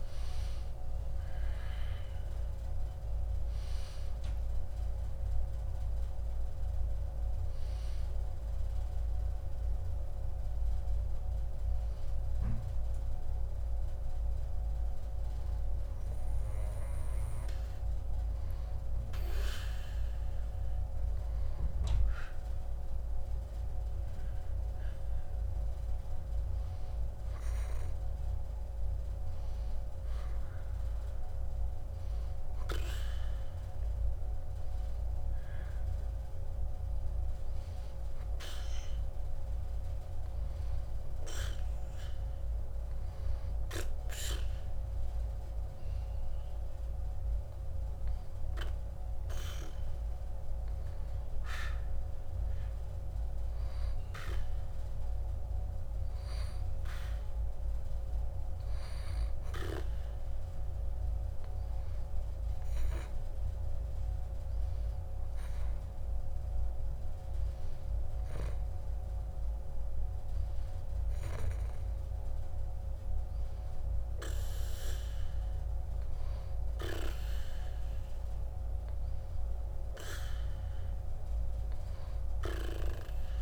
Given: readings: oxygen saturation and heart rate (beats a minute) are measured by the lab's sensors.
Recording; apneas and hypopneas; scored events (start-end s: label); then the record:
a person partly awake in a sleep study, by a room microphone; none
10.00-83.42 s: new sleep stage, N2 (light sleep)
30.00-57.00 s: oxygen desaturation (device-marked, oxygen 96% before, 92% lowest, heart rate 76 before, 74 extreme)
From the record:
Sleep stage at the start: awake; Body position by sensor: on the back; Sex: female